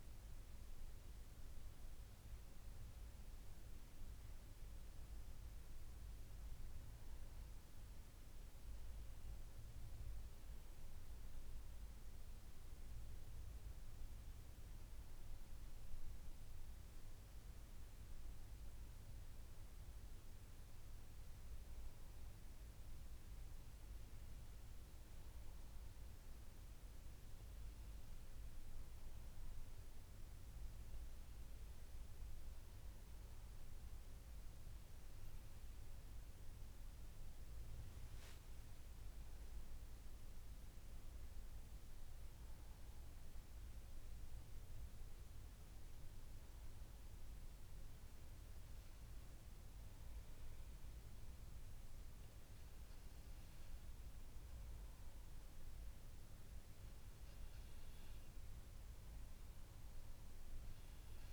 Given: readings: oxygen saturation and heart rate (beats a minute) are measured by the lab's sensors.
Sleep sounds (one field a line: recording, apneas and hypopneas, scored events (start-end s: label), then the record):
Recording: breathing in sleep, hard to hear, by a room microphone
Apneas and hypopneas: none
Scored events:
none scored
From the record:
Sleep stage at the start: N2 (light sleep)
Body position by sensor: on the back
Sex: female